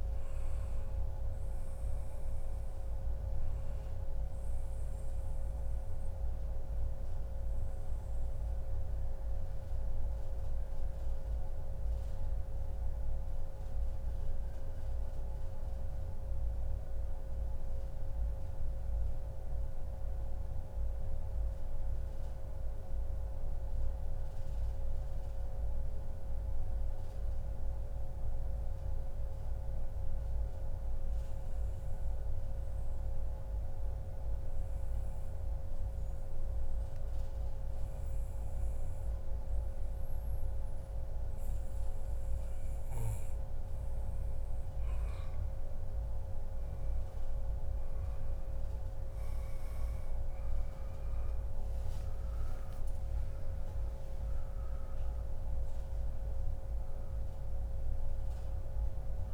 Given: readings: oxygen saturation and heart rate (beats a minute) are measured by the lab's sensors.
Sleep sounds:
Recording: breathing in sleep, hard to hear, by a room microphone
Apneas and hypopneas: 1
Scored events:
0.00-17.50 s: oxygen desaturation (device-marked, oxygen 91% lowest, heart rate 105 extreme)
5.00-42.50 s: mixed apnea (oxygen 97% before, 91% lowest, heart rate 119 before, 106 extreme, up 35 after)
35.50-37.50 s: long interval between heartbeats (device-marked, heart rate 143 before, 131 extreme)
38.50-40.50 s: long interval between heartbeats (device-marked, heart rate 141 before, 113 extreme)
40.50-59.34 s: oxygen desaturation (device-marked, oxygen 98% before, 93% lowest, heart rate 139 before, 88 extreme)
44.00-48.50 s: arousal
From the record:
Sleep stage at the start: N2 (light sleep)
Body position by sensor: on the back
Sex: male

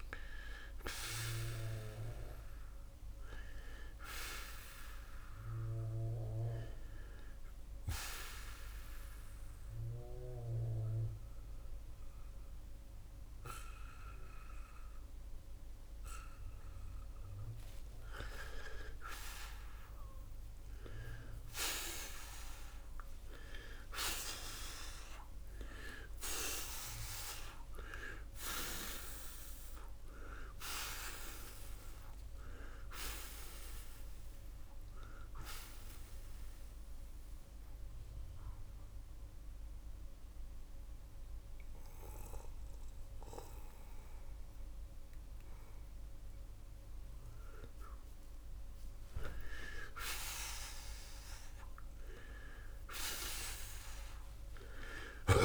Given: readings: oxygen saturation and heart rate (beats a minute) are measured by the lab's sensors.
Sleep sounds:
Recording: breathing in sleep by a room microphone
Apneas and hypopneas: 2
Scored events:
0.00-21.00 s: oxygen desaturation (device-marked, oxygen 79% lowest, heart rate 75 extreme)
7.00-18.50 s: obstructive apnea (oxygen 89% before, 79% lowest, heart rate 102 before, 77 extreme)
9.00-55.45 s: new sleep stage, N2 (light sleep)
22.00-26.50 s: arousal
35.00-55.45 s: oxygen desaturation (device-marked, oxygen 91% before, 85% lowest, heart rate 119 before, 75 extreme)
36.50-48.50 s: obstructive apnea (oxygen 92% before, 84% lowest, heart rate 123 before, 75 extreme)
52.00-55.45 s: arousal
From the record:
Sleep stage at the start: N1 (lightest sleep)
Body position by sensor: on the back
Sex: male

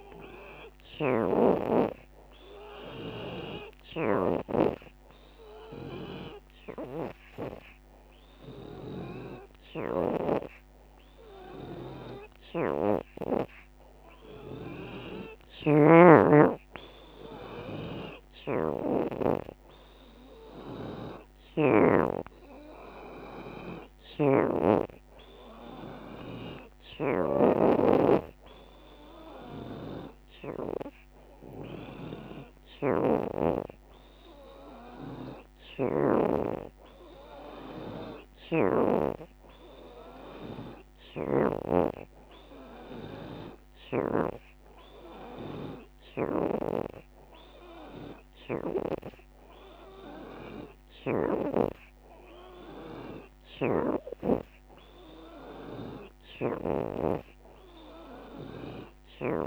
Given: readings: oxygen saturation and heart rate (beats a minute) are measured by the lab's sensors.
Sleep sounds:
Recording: breathing in sleep by a microphone on the trachea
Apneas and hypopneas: none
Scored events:
11.50-16.50 s: oxygen desaturation (device-marked, oxygen 73% before, 70% lowest, heart rate 92 before, 89 extreme)
45.50-52.50 s: oxygen desaturation (device-marked, oxygen 76% before, 73% lowest, heart rate 94 before, 85 extreme)
57.50-59.47 s: oxygen desaturation (device-marked, oxygen 75% before, 72% lowest, heart rate 93 before, 85 extreme)
From the record:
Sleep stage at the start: N3 (deep sleep)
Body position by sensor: on the back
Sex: female

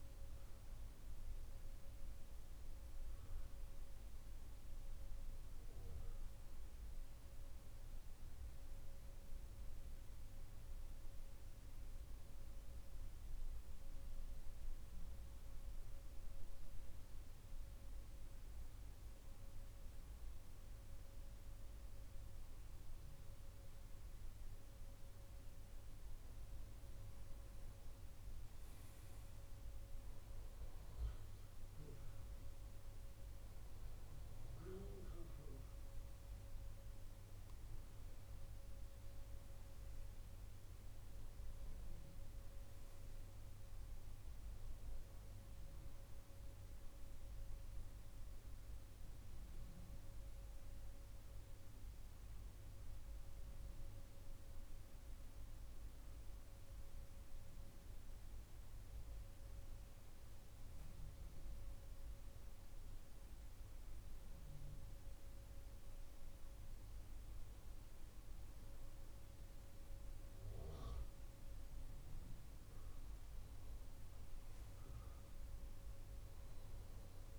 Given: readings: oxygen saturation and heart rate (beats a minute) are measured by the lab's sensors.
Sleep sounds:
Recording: breathing in sleep, hard to hear, by a room microphone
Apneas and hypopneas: 2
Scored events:
3.00-25.00 s: central apnea (oxygen 99% before, 93% lowest, heart rate 159 before, 38 extreme)
23.00-44.00 s: oxygen desaturation (device-marked, oxygen 98% before, 93% lowest, heart rate 167 before, 38 extreme)
27.50-32.00 s: arousal
47.00-66.50 s: mixed apnea (oxygen 98% before, 91% lowest)
69.50-73.00 s: arousal
71.00-77.39 s: oxygen desaturation (device-marked, oxygen 97% before, 94% lowest, heart rate 71 before, 102 extreme)
From the record:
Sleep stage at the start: N2 (light sleep)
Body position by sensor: on the right side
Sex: male

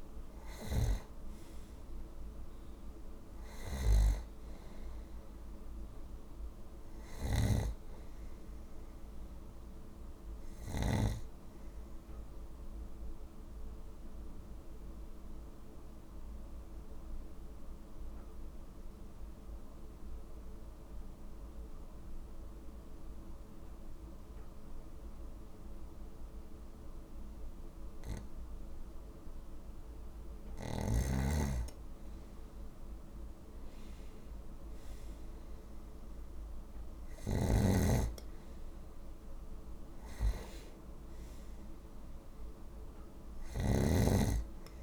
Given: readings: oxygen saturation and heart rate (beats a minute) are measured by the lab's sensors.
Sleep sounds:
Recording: breathing in sleep by a room microphone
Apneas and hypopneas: 1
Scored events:
7.00-11.00 s: snoring (device-marked)
12.50-29.00 s: obstructive apnea (oxygen 96% before, 92% lowest, heart rate 56 before, 50 extreme, up 5 after)
32.50-36.50 s: arousal
37.00-44.83 s: snoring (device-marked)
From the record:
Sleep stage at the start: N2 (light sleep)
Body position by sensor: on the right side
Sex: male

